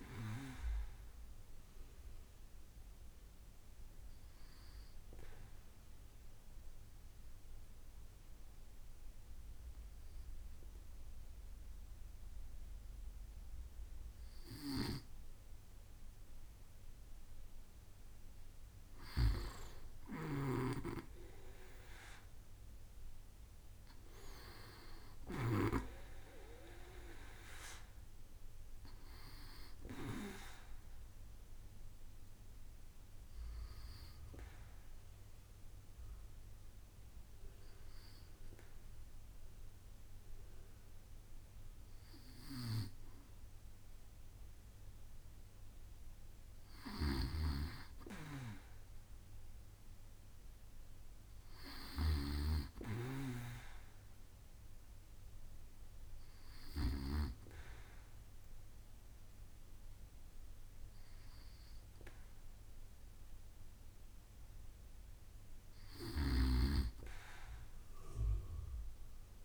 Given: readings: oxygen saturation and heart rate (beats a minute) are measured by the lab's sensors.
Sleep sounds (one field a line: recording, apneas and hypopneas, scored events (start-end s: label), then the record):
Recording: breathing in sleep by a room microphone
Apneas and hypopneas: 2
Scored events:
4.00-16.50 s: obstructive apnea (oxygen 98% before, 95% lowest, heart rate 69 before, 63 extreme, up 5 after)
19.50-25.50 s: snoring (device-marked)
20.00-24.00 s: arousal
34.00-46.50 s: obstructive apnea (oxygen 98% before, 95% lowest, heart rate 68 before, 64 extreme, up 7 after)
48.50-52.50 s: arousal
66.00-69.45 s: snoring (device-marked)
From the record:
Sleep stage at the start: N2 (light sleep)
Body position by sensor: on the back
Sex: male